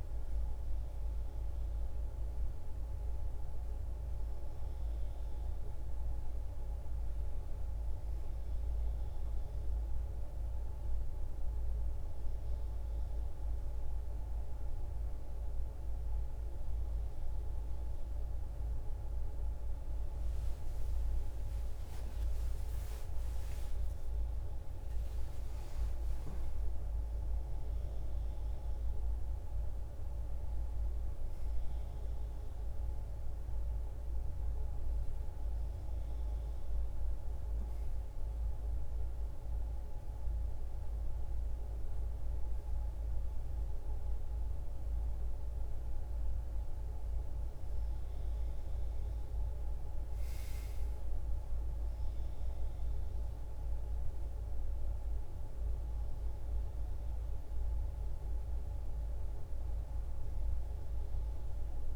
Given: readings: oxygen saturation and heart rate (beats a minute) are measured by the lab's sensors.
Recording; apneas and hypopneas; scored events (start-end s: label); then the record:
a person awake in a sleep study, hard to hear, by a room microphone; none
none scored
From the record:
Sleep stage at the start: awake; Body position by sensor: on the back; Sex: female